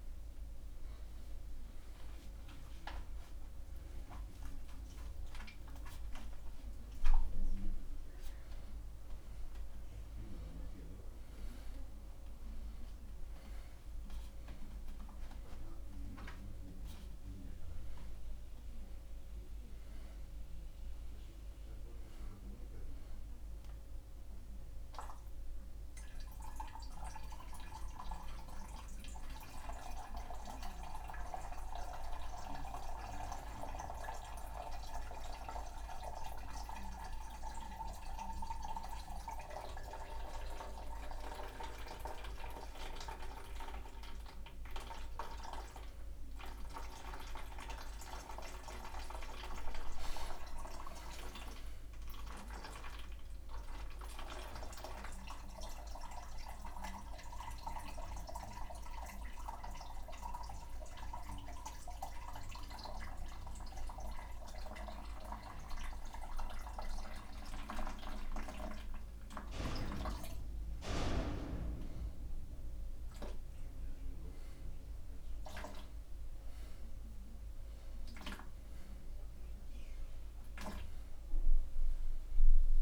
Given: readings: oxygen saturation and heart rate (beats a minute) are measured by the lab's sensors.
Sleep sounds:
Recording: a person awake in a sleep study, by a room microphone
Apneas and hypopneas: none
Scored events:
21.00-35.00 s: oxygen desaturation (device-marked, oxygen 98% before, 95% lowest)
From the record:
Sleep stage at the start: awake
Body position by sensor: upright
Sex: male

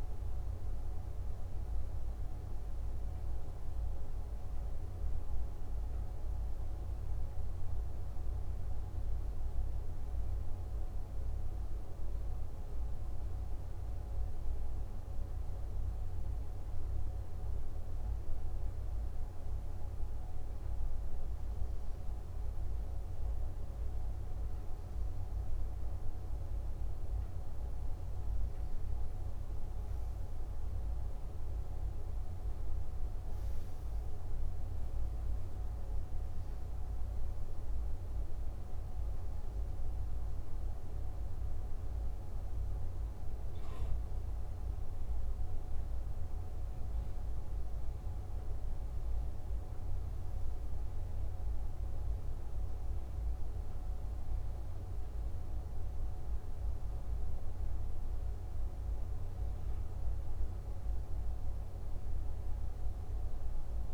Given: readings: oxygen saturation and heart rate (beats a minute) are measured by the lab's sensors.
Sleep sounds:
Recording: breathing in sleep, hard to hear, by a room microphone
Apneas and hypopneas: 1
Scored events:
13.50-29.00 s: hypopnea (oxygen 96% before, 93% lowest, heart rate 60 before, 60 extreme, up 3 after)
30.00-34.00 s: arousal
From the record:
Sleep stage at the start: N2 (light sleep)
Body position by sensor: on the back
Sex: male

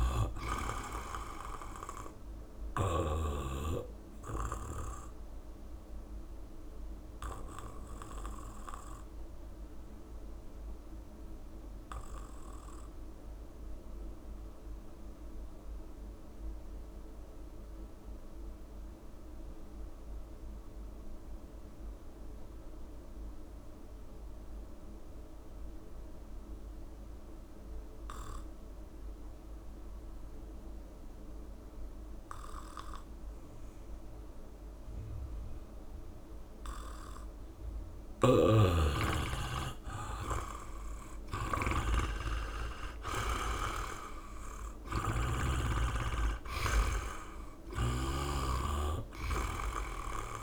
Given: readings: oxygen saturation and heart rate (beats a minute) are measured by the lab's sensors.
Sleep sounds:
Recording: breathing in sleep by a room microphone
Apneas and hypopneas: 1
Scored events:
0.00-3.00 s: snoring (device-marked)
0.00-15.50 s: oxygen desaturation (device-marked, oxygen 82% lowest, heart rate 66 extreme)
4.00-38.50 s: obstructive apnea (oxygen 100% before, 82% lowest, heart rate 78 before, 66 extreme, up 23 after)
38.00-45.50 s: snoring (device-marked)
40.50-50.43 s: oxygen desaturation (device-marked, oxygen 95% before, 83% lowest, heart rate 67 before, 65 extreme)
41.00-45.00 s: arousal
42.50-44.50 s: long interval between heartbeats (device-marked, heart rate 68 before, 77 extreme)
46.50-48.50 s: long interval between heartbeats (device-marked, heart rate 71 before, 100 extreme)
47.50-50.43 s: snoring (device-marked)
From the record:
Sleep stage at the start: N2 (light sleep)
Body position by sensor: on the back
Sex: male

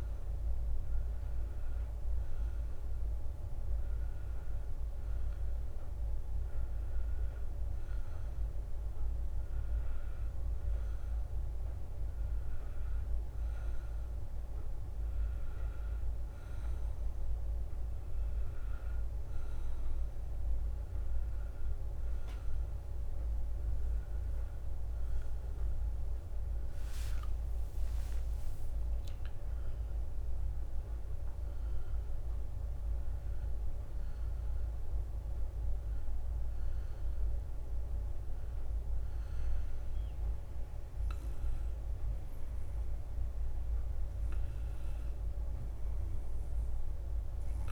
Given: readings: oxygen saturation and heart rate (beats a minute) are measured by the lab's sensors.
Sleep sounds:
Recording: breathing in sleep, hard to hear, by a room microphone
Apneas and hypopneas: none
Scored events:
23.00-29.50 s: leg movement (device-marked)
26.00-31.00 s: arousal
27.00-41.00 s: drop in pulse transit time (device-marked, heart rate 69 before, 64 extreme)
From the record:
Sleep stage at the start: N1 (lightest sleep)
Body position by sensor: on the back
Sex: male

